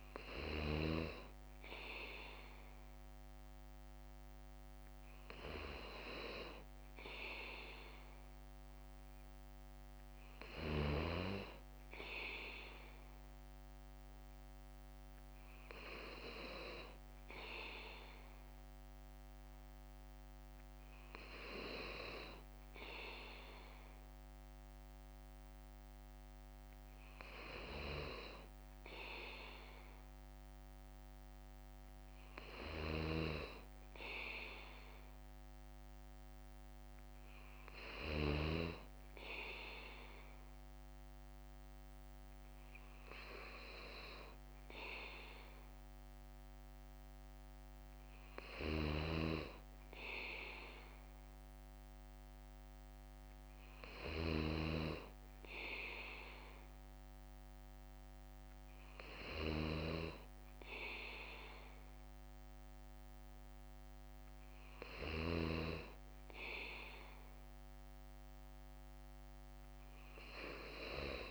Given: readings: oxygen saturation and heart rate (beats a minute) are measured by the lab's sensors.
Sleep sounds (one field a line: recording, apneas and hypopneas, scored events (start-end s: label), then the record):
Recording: breathing in sleep by a microphone on the trachea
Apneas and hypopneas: none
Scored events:
0.00-29.00 s: bradycardia (device-marked, heart rate 57 extreme)
3.00-71.31 s: new sleep stage, N3 (deep sleep)
31.00-50.00 s: bradycardia (device-marked, heart rate 58 before, 58 extreme)
54.00-62.00 s: bradycardia (device-marked, heart rate 58 before, 59 extreme)
69.00-71.31 s: bradycardia (device-marked, heart rate 58 before, 59 extreme)
From the record:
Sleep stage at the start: N2 (light sleep)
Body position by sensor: on the back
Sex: male